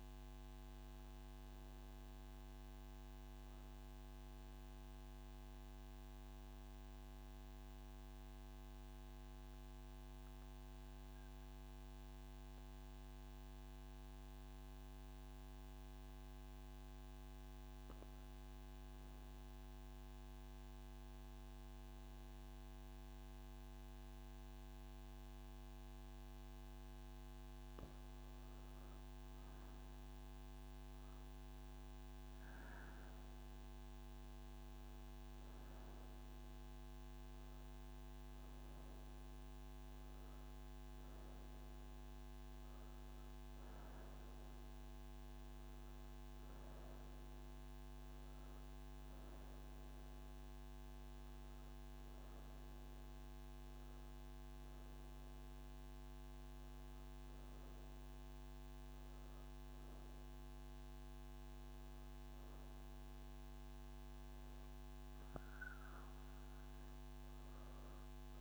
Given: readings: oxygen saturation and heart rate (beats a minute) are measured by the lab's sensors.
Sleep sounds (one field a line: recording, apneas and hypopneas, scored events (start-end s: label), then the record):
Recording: breathing in sleep, hard to hear, by a microphone on the trachea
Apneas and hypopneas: none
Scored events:
35.00-68.41 s: oxygen desaturation (device-marked, oxygen 98% before, 94% lowest, heart rate 178 before, 150 extreme)
From the record:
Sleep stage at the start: N1 (lightest sleep)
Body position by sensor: on the right side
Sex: female